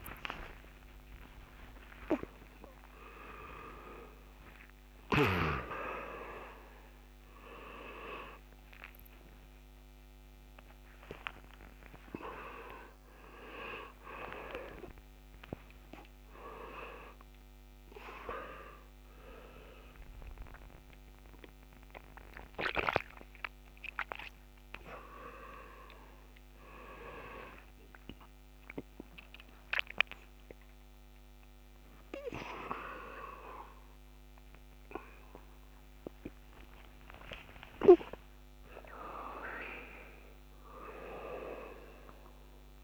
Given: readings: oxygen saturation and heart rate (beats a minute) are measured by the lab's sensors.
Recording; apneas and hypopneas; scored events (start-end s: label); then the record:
a person awake in a sleep study, by a microphone on the trachea; none
0.00-5.00 s: oxygen desaturation (device-marked, oxygen 77% lowest, heart rate 63 extreme)
From the record:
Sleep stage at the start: awake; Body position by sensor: on the right side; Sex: male